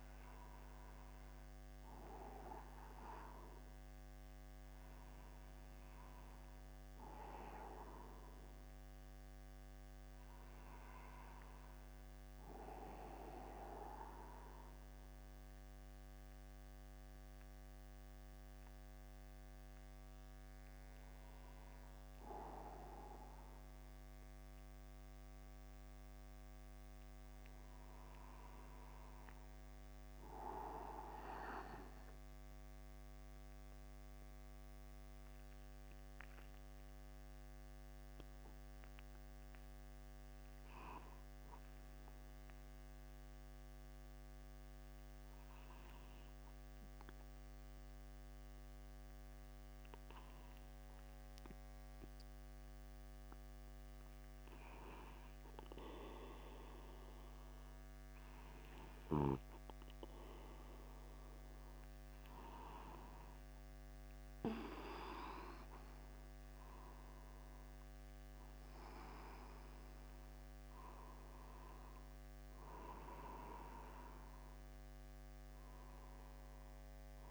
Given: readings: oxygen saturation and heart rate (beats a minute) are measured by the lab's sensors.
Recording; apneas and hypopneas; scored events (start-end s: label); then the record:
a person partly awake in a sleep study, by a microphone on the trachea; 1
1.50-31.50 s: new sleep stage, N1 (lightest sleep)
31.50-77.31 s: new sleep stage, N2 (light sleep)
45.00-60.00 s: hypopnea (oxygen 97% before, 95% lowest, heart rate 50 before, 51 extreme, up 1 after)
61.50-66.00 s: arousal
From the record:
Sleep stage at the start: awake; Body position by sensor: upright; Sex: male